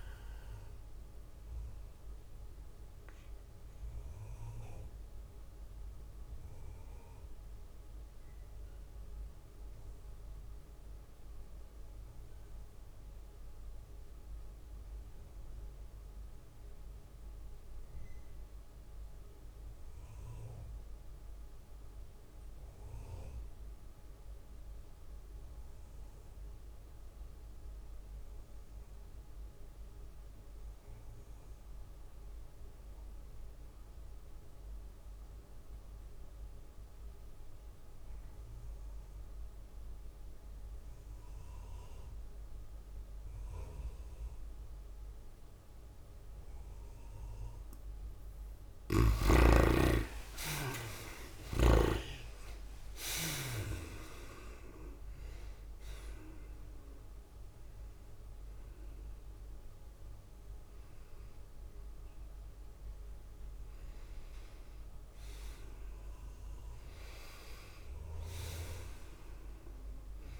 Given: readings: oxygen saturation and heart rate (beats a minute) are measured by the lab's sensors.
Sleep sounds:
breathing in sleep by a room microphone; 1
0.00-6.50 s: oxygen desaturation (device-marked, oxygen 77% lowest, heart rate 98 extreme)
0.00-14.50 s: tachycardia (device-marked, heart rate 114 extreme)
2.00-49.00 s: obstructive apnea (oxygen 98% before, 60% lowest, heart rate 109 before, 73 extreme, up 38 after)
18.50-69.50 s: oxygen desaturation (device-marked, oxygen 97% before, 60% lowest, heart rate 106 before, 73 extreme)
50.50-54.00 s: arousal
51.50-70.40 s: tachycardia (device-marked, heart rate 104 before, 115 extreme)
54.50-67.50 s: drop in pulse transit time (device-marked, heart rate 86 before, 106 extreme)
From the record:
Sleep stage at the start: N2 (light sleep); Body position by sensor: on the right side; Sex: female

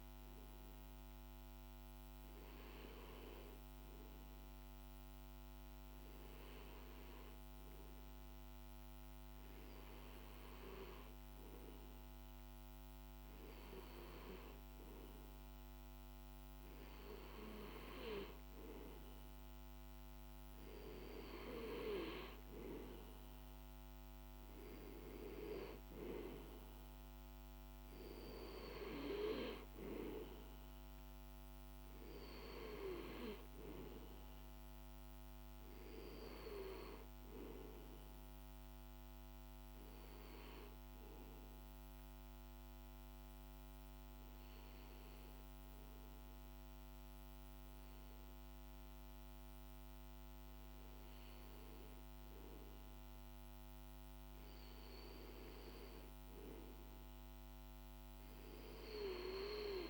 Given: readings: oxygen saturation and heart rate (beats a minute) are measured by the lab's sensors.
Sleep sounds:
breathing in sleep by a microphone on the trachea; 1
34.00-37.50 s: arousal
40.50-54.00 s: hypopnea (oxygen 94% before, 92% lowest, heart rate 55 before, 53 extreme, up 1 after)
55.00-58.50 s: arousal
From the record:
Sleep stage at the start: N2 (light sleep); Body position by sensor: on the back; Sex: male

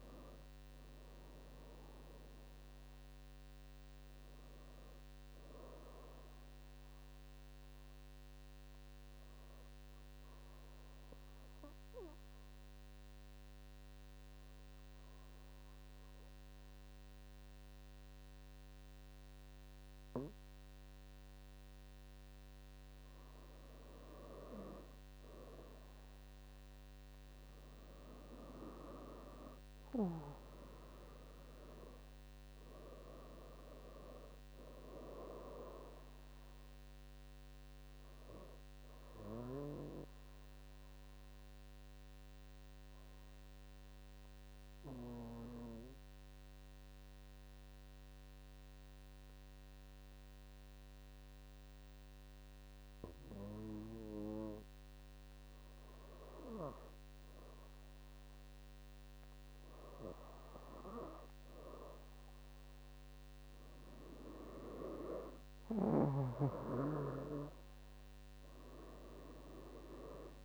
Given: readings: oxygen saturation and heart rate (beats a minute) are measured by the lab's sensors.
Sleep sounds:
breathing in sleep by a microphone on the trachea; 2
0.00-20.00 s: oxygen desaturation (device-marked, oxygen 94% lowest, heart rate 66 extreme)
9.00-24.00 s: obstructive apnea (oxygen 99% before, 93% lowest, heart rate 73 before, 66 extreme, up 4 after)
26.50-31.00 s: arousal
33.00-53.00 s: oxygen desaturation (device-marked, oxygen 97% before, 93% lowest, heart rate 71 before, 66 extreme)
41.50-55.50 s: obstructive apnea (oxygen 98% before, 93% lowest, heart rate 71 before, 68 extreme, up 4 after)
56.00-60.50 s: arousal
66.00-70.45 s: oxygen desaturation (device-marked, oxygen 97% before, 93% lowest, heart rate 70 before, 68 extreme)
From the record:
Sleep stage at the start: N2 (light sleep); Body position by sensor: on the back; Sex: female

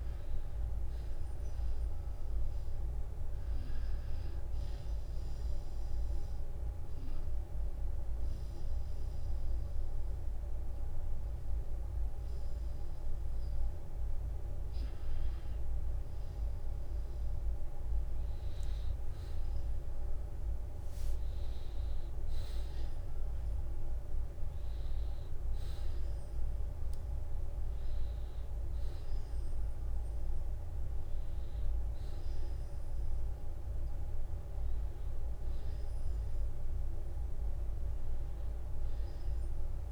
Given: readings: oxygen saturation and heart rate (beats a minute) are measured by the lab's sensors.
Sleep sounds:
breathing in sleep, hard to hear, by a room microphone; 1
4.50-14.50 s: obstructive apnea (oxygen 96% before, 89% lowest, heart rate 53 before, 54 extreme, up 8 after)
9.00-20.00 s: oxygen desaturation (device-marked, oxygen 95% before, 92% lowest, heart rate 55 before, 54 extreme)
17.50-22.00 s: arousal
22.50-24.50 s: long interval between heartbeats (device-marked, heart rate 61 before, 66 extreme)
31.00-39.92 s: oxygen desaturation (device-marked, oxygen 94% before, 89% lowest, heart rate 60 before, 47 extreme)
From the record:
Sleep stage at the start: N2 (light sleep); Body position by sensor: on the back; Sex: male

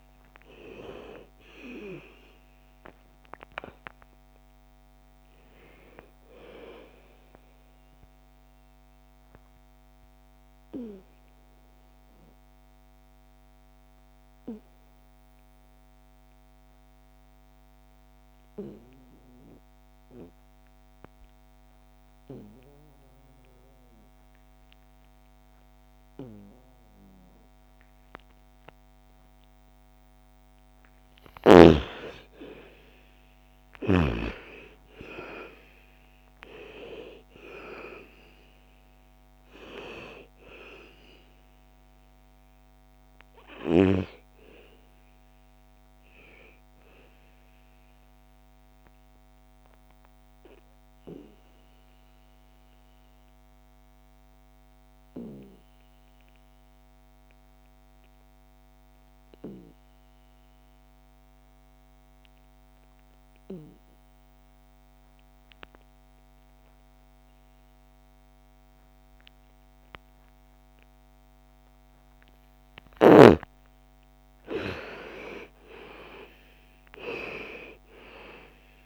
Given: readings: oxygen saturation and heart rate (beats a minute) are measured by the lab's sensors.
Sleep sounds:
breathing in sleep by a microphone on the trachea; 2
0.00-11.00 s: oxygen desaturation (device-marked, oxygen 85% lowest, heart rate 57 extreme)
7.50-29.50 s: obstructive apnea (oxygen 98% before, 83% lowest, heart rate 65 before, 57 extreme, up 11 after)
26.00-53.00 s: oxygen desaturation (device-marked, oxygen 98% before, 84% lowest, heart rate 62 before, 55 extreme)
31.50-35.50 s: arousal
48.00-72.50 s: obstructive apnea (oxygen 98% before, 83% lowest, heart rate 64 before, 55 extreme, up 17 after)
71.00-78.86 s: oxygen desaturation (device-marked, oxygen 98% before, 83% lowest, heart rate 57 before, 55 extreme)
74.50-78.50 s: arousal
From the record:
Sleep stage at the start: N2 (light sleep); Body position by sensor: on the back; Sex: female

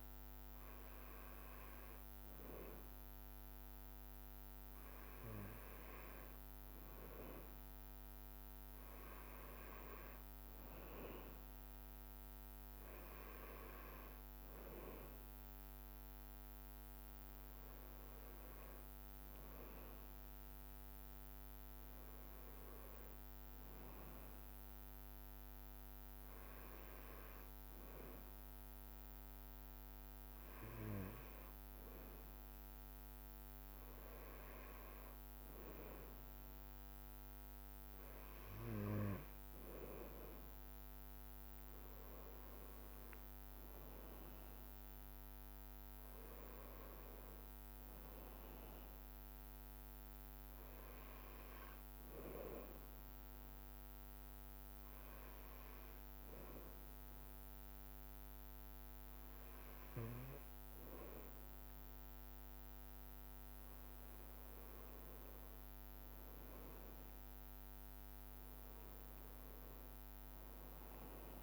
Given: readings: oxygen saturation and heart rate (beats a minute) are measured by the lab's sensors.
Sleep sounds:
breathing in sleep by a microphone on the trachea; 1
44.50-48.00 s: arousal
51.50-64.50 s: hypopnea (oxygen 91% before, 90% lowest)
67.00-70.50 s: arousal
From the record:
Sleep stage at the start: N2 (light sleep); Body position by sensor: on the back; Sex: male

